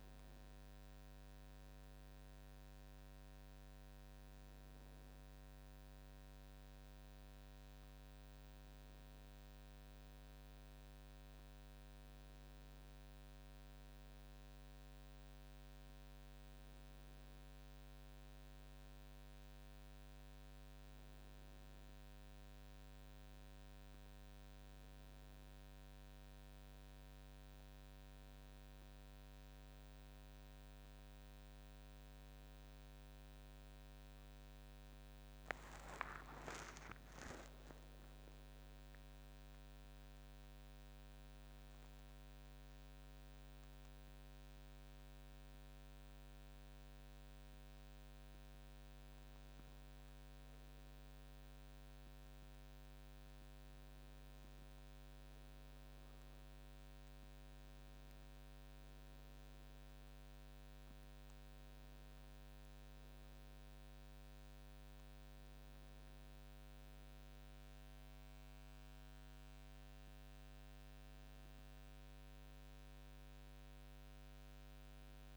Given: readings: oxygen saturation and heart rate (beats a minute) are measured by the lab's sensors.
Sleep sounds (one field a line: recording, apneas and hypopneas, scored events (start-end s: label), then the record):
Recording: a person awake in a sleep study, hard to hear, by a microphone on the trachea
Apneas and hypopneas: none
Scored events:
none scored
From the record:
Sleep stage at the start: awake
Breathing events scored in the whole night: 144 in 7.3 hours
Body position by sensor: on the back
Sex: female